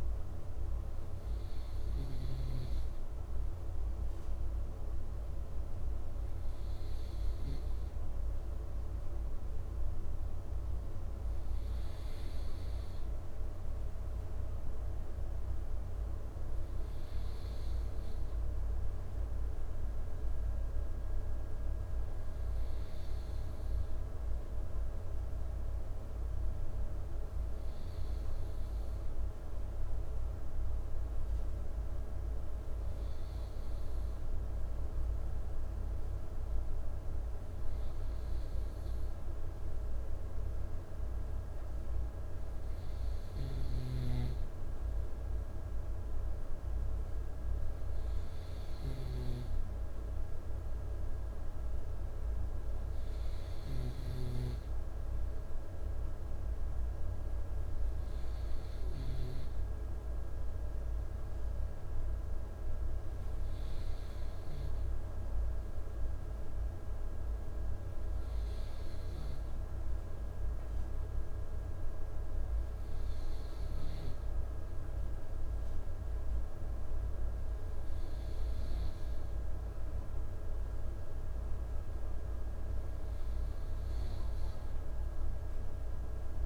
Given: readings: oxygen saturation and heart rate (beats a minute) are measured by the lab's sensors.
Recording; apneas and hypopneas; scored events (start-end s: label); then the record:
breathing in sleep, hard to hear, by a room microphone; none
none scored
From the record:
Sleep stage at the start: N2 (light sleep); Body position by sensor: on the right side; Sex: male